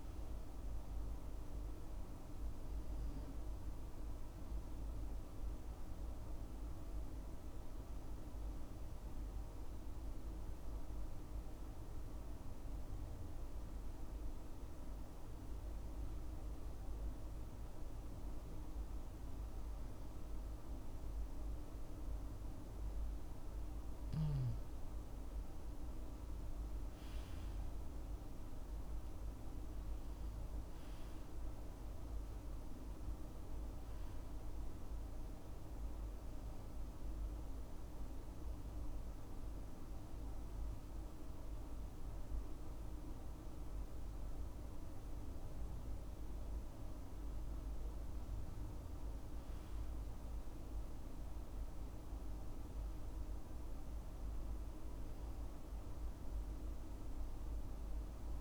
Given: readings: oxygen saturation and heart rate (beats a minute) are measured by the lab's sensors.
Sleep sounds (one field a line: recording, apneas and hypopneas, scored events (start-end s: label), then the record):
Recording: breathing in sleep, hard to hear, by a room microphone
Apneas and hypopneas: 2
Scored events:
0.00-3.00 s: oxygen desaturation (device-marked, oxygen 95% lowest, heart rate 67 extreme)
5.00-21.00 s: hypopnea (oxygen 98% before, 96% lowest, heart rate 75 before, 64 extreme, up 7 after)
25.50-29.50 s: arousal
37.50-48.00 s: hypopnea (oxygen 98% before, 95% lowest, heart rate 73 before, 62 extreme, up 9 after)
52.50-56.00 s: arousal
From the record:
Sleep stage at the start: N2 (light sleep)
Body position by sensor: on the left side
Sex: male